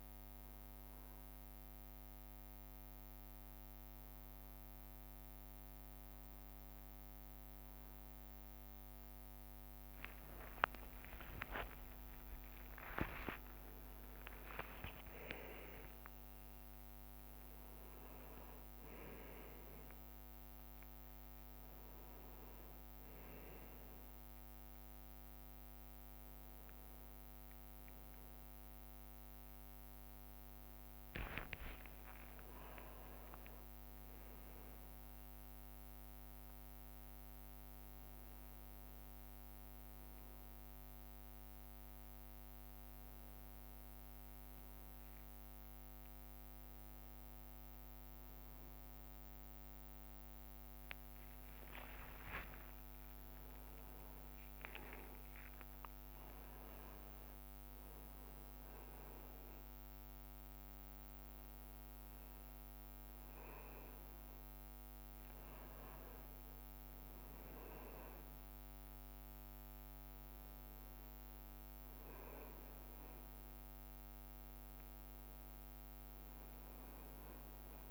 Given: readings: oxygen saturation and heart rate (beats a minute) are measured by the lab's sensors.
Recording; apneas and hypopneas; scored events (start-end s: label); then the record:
a person partly awake in a sleep study, by a microphone on the trachea; none
0.00-2.00 s: bradycardia (device-marked)
3.50-6.50 s: leg movement (device-marked)
9.00-15.00 s: bradycardia (device-marked)
10.00-17.50 s: leg movement (device-marked)
12.00-14.00 s: long interval between heartbeats (device-marked)
17.00-19.00 s: long interval between heartbeats (device-marked)
17.00-24.00 s: drop in pulse transit time (device-marked)
17.00-47.00 s: new sleep stage, awake
19.50-21.50 s: long interval between heartbeats (device-marked)
20.00-28.00 s: bradycardia (device-marked, heart rate 37 before, 34 extreme)
31.50-33.50 s: long interval between heartbeats (device-marked, heart rate 43 before, 60 extreme)
31.50-34.50 s: leg movement (device-marked)
43.50-49.50 s: leg movement (device-marked)
47.00-58.00 s: drop in pulse transit time (device-marked, heart rate 61 before, 62 extreme)
47.00-77.90 s: new sleep stage, N1 (lightest sleep)
52.00-60.50 s: leg movement (device-marked)
53.00-55.00 s: tachycardia (device-marked, heart rate 37 before, 100 extreme)
53.50-55.50 s: long interval between heartbeats (device-marked, heart rate 66 before, 99 extreme)
66.00-69.00 s: leg movement (device-marked)
From the record:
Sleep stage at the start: N2 (light sleep); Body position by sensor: on the back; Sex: male